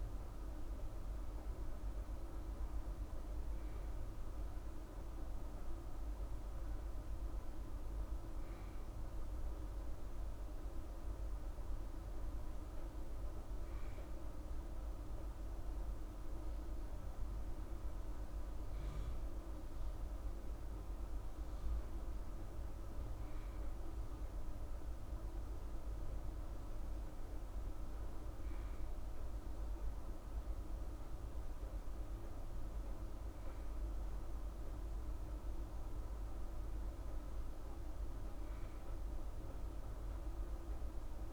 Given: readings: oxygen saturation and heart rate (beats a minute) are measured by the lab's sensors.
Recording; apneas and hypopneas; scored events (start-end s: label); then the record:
breathing in sleep, hard to hear, by a room microphone; none
none scored
From the record:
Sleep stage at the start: N2 (light sleep); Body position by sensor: on the right side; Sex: female